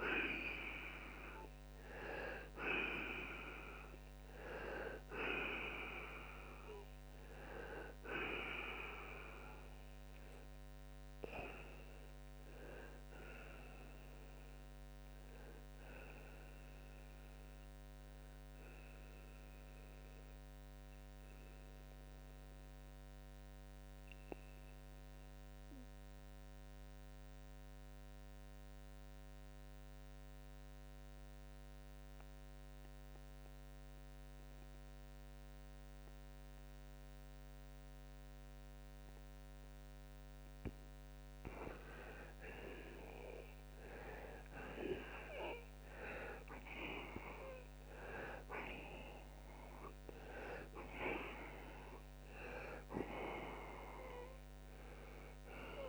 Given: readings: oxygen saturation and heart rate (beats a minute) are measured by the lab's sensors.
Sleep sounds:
breathing in sleep by a microphone on the trachea; 1
20.00-40.00 s: mixed apnea (oxygen 95% before, 85% lowest, heart rate 113 before, 65 extreme, up 14 after)
21.50-38.50 s: oxygen desaturation (device-marked, oxygen 93% before, 85% lowest, heart rate 112 before, 65 extreme)
44.50-49.00 s: arousal
54.50-55.89 s: oxygen desaturation (device-marked, oxygen 96% before, 87% lowest, heart rate 78 before, 65 extreme)
From the record:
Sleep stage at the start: N2 (light sleep); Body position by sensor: on the right side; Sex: male

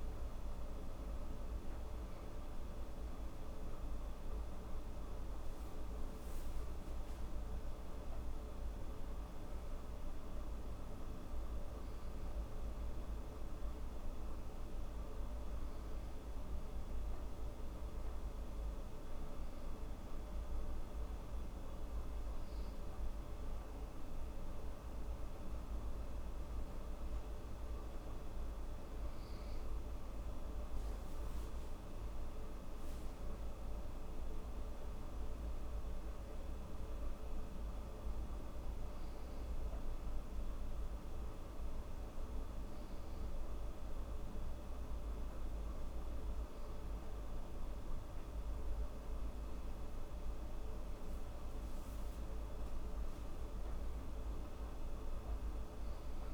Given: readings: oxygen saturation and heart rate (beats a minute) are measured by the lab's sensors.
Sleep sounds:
breathing in sleep, hard to hear, by a room microphone; none
none scored
From the record:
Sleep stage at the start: N2 (light sleep); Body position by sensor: on the right side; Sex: female

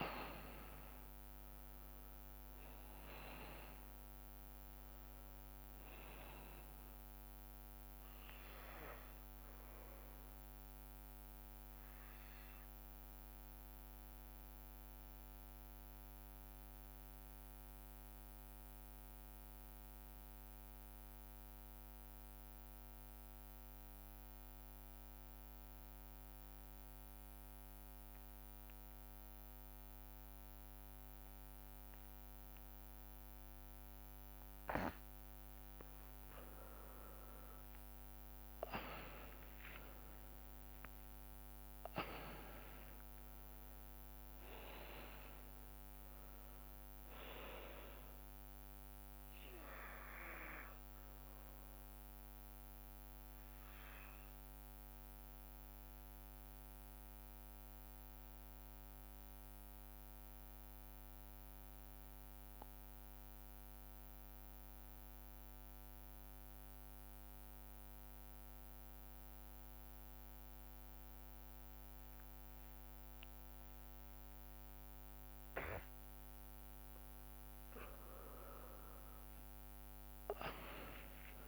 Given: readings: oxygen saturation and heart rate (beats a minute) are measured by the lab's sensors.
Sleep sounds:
breathing in sleep by a microphone on the trachea; 2
2.50-22.50 s: oxygen desaturation (device-marked, oxygen 97% before, 91% lowest)
11.50-35.00 s: mixed apnea (oxygen 98% before, 89% lowest)
33.50-63.50 s: oxygen desaturation (device-marked, oxygen 99% before, 89% lowest)
37.00-42.00 s: arousal
51.50-77.00 s: mixed apnea (oxygen 99% before, 89% lowest)
76.50-81.48 s: oxygen desaturation (device-marked, oxygen 99% before, 90% lowest)
80.00-81.48 s: arousal
From the record:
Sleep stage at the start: N2 (light sleep); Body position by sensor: on the back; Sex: male

